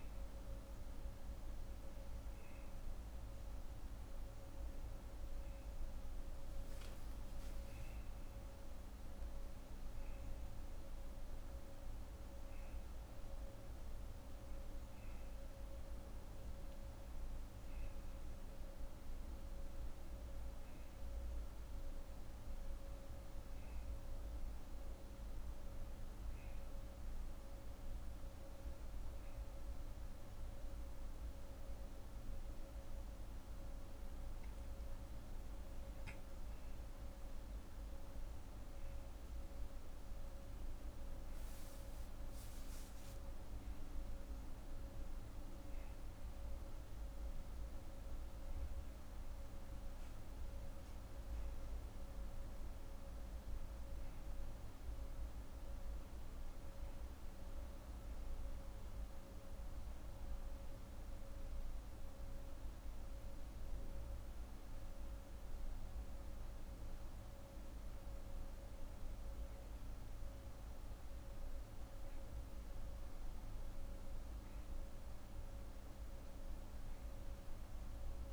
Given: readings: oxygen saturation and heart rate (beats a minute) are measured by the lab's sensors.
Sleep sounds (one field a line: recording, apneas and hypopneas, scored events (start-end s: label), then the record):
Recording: breathing in sleep, hard to hear, by a room microphone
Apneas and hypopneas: 2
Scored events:
19.50-23.00 s: arousal
26.50-36.50 s: hypopnea (oxygen 94% before, 87% lowest, heart rate 142 before, 69 extreme, up 43 after)
38.00-41.50 s: arousal
43.00-56.00 s: oxygen desaturation (device-marked, oxygen 91% before, 88% lowest, heart rate 147 before, 69 extreme)
54.00-66.00 s: hypopnea (oxygen 92% before, 87% lowest, heart rate 148 before, 72 extreme)
68.00-71.50 s: arousal
72.00-78.33 s: new sleep stage, N2 (light sleep)
76.00-78.33 s: oxygen desaturation (device-marked, oxygen 90% before, 87% lowest, heart rate 119 before, 98 extreme)
From the record:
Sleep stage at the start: N1 (lightest sleep)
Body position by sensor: on the right side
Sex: female